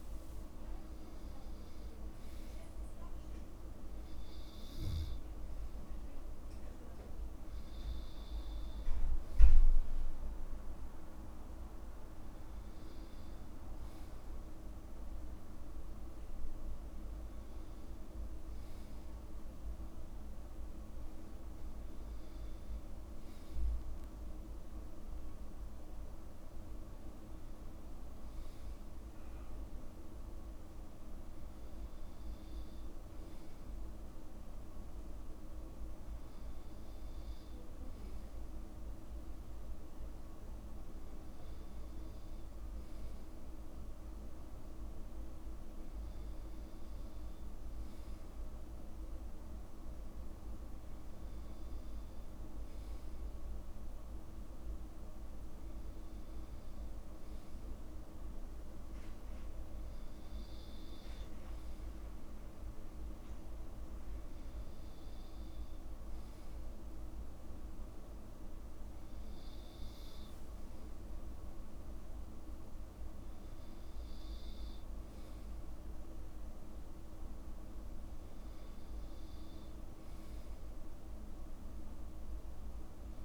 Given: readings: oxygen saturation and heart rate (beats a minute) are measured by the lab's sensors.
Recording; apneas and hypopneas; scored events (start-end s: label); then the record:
breathing in sleep, hard to hear, by a room microphone; none
none scored
From the record:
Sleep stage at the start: N2 (light sleep); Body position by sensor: on the back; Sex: male